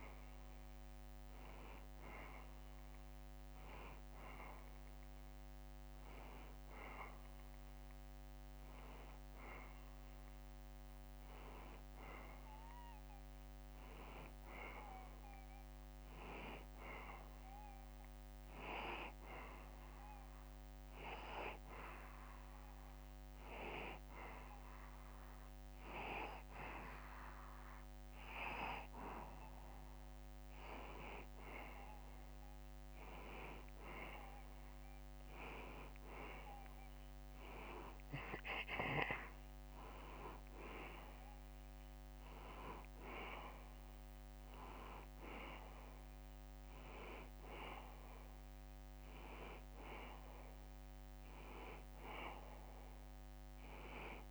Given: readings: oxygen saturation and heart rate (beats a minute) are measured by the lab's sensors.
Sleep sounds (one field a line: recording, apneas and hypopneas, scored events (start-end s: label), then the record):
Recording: breathing in sleep by a microphone on the trachea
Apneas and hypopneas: none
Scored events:
none scored
From the record:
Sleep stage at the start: N2 (light sleep)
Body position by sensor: on the back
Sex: male